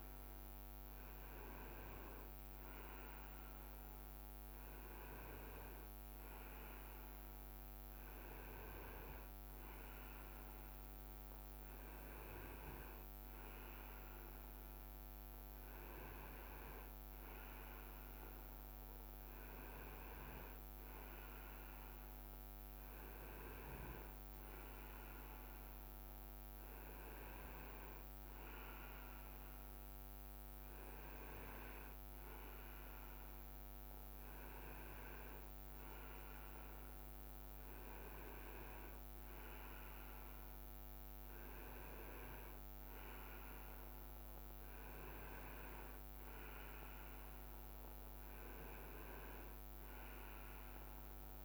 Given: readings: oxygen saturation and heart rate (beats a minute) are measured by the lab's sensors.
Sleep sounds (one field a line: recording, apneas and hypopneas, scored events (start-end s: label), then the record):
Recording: breathing in sleep by a microphone on the trachea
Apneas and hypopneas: none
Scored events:
none scored
From the record:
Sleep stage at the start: N2 (light sleep)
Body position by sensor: on the right side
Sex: male